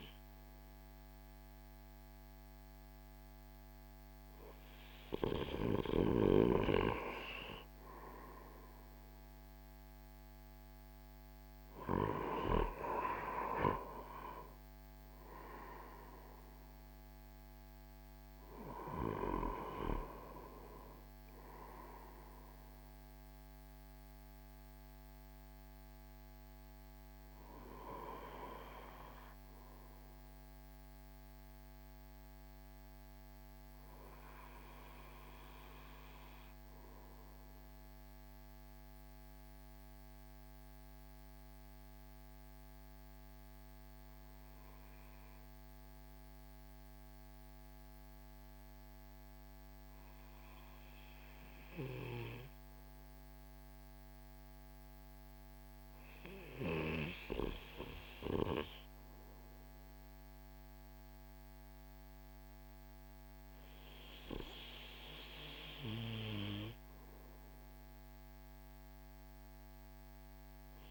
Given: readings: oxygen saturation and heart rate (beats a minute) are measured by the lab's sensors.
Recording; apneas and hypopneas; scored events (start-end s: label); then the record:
breathing in sleep by a microphone on the trachea; none
64.50-70.91 s: oxygen desaturation (device-marked, oxygen 97% before, 93% lowest)
From the record:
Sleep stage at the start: REM sleep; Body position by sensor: on the right side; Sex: male